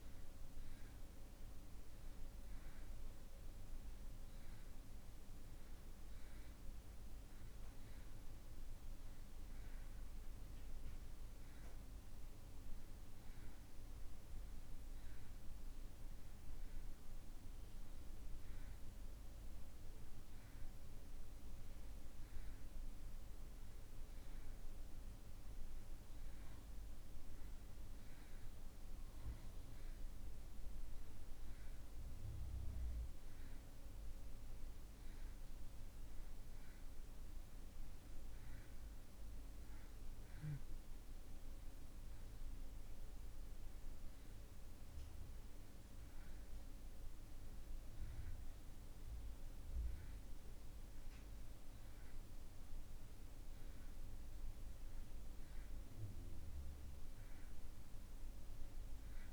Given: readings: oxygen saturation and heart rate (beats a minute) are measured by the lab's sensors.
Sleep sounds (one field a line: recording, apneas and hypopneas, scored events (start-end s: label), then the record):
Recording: breathing in sleep, hard to hear, by a room microphone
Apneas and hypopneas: none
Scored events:
none scored
From the record:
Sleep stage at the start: N2 (light sleep)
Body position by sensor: on the back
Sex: male